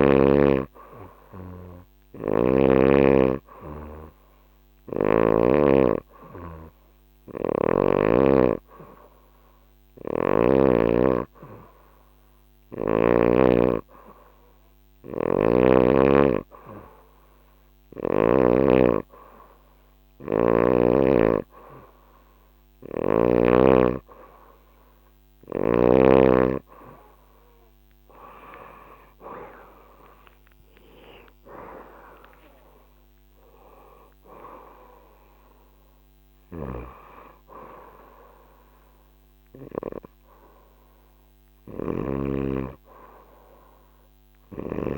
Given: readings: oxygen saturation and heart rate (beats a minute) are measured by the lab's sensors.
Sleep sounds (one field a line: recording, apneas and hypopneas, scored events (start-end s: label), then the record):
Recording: breathing in sleep by a microphone on the trachea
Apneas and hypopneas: none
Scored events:
1.50-5.00 s: snoring (device-marked)
14.50-18.00 s: snoring (device-marked)
29.00-44.98 s: new sleep stage, N3 (deep sleep)
36.00-44.50 s: snoring (device-marked)
From the record:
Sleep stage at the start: N2 (light sleep)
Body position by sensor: on the back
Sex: female